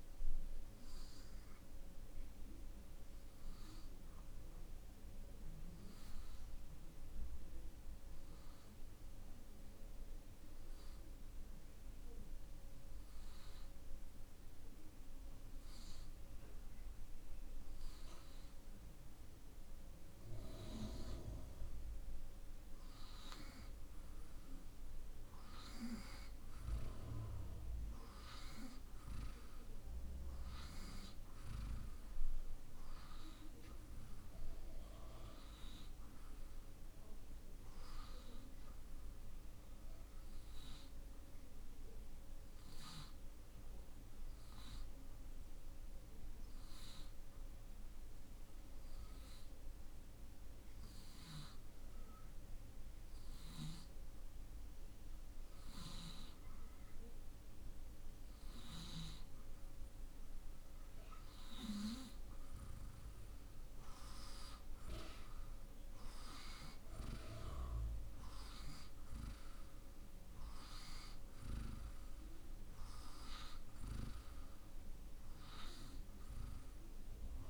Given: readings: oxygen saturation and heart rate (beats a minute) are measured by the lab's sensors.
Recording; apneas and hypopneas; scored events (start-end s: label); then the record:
breathing in sleep by a room microphone; 2
1.00-19.00 s: hypopnea (oxygen 92% before, 87% lowest)
20.00-24.50 s: arousal
29.00-49.00 s: oxygen desaturation (device-marked, oxygen 93% before, 87% lowest)
41.00-59.50 s: hypopnea (oxygen 93% before, 87% lowest)
63.50-69.00 s: arousal
71.00-77.50 s: oxygen desaturation (device-marked, oxygen 92% before, 87% lowest)
From the record:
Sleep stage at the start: N2 (light sleep); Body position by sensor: on the right side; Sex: male